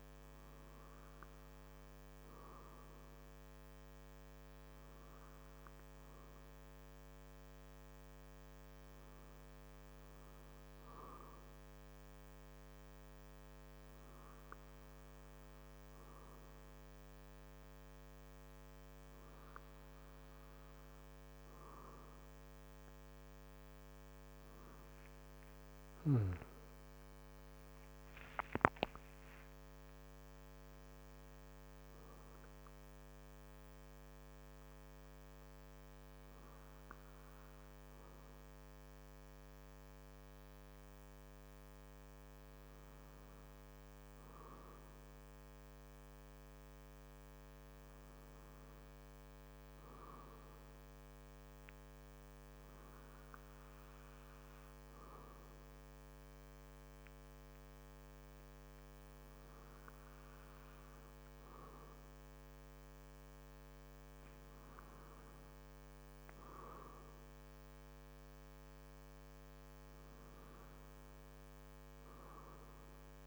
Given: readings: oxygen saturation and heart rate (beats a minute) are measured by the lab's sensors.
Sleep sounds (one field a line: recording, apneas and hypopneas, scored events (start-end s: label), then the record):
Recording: breathing in sleep, hard to hear, by a microphone on the trachea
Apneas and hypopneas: none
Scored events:
25.50-29.00 s: arousal
From the record:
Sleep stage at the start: N2 (light sleep)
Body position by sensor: on the back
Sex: male